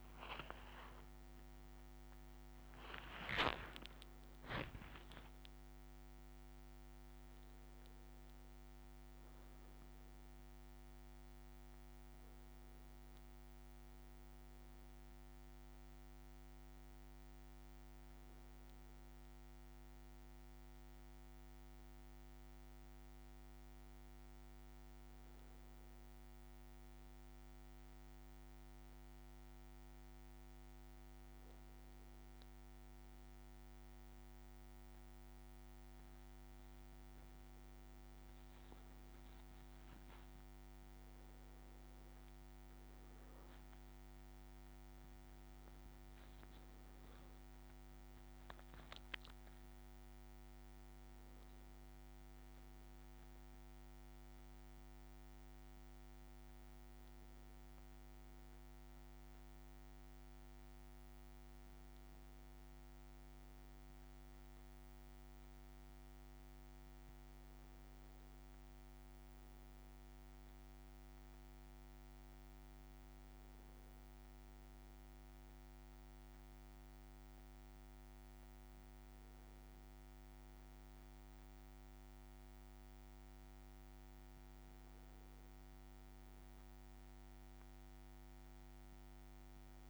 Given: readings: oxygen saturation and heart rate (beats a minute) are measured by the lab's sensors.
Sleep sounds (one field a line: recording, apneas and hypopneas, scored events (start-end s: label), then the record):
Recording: breathing in sleep, hard to hear, by a microphone on the trachea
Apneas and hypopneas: none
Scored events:
0.00-2.00 s: leg movement (device-marked)
2.00-6.50 s: arousal
2.50-6.50 s: leg movement (device-marked)
41.50-46.00 s: arousal
From the record:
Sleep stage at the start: N1 (lightest sleep)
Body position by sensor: on the back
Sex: male